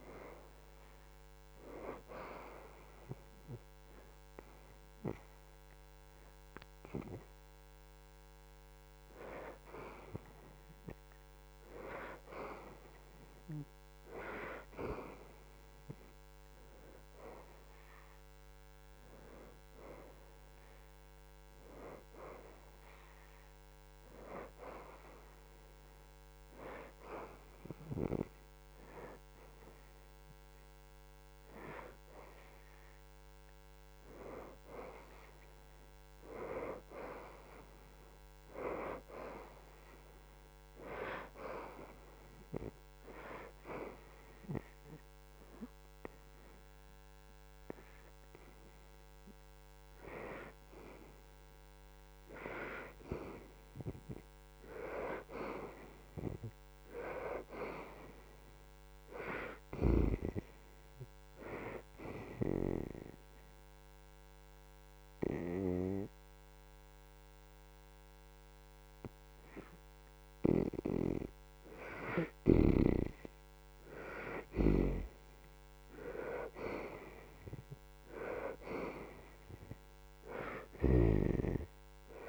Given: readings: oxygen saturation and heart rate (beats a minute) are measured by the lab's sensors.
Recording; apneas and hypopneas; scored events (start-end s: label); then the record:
breathing in sleep by a microphone on the trachea; 1
0.00-2.50 s: arousal
5.50-22.50 s: oxygen desaturation (device-marked, oxygen 83% before, 75% lowest, heart rate 78 before, 74 extreme)
24.50-29.50 s: arousal
31.50-41.50 s: oxygen desaturation (device-marked, oxygen 84% before, 76% lowest, heart rate 78 before, 75 extreme)
50.50-61.50 s: oxygen desaturation (device-marked, oxygen 80% before, 74% lowest, heart rate 79 before, 75 extreme)
62.50-72.50 s: obstructive apnea (oxygen 81% before, 64% lowest, heart rate 78 before, 75 extreme, up 4 after)
63.50-77.50 s: oxygen desaturation (device-marked, oxygen 82% before, 71% lowest, heart rate 78 before, 75 extreme)
74.50-78.00 s: arousal
From the record:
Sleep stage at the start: N2 (light sleep); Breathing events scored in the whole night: 213 in 3.1 hours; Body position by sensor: on the back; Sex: female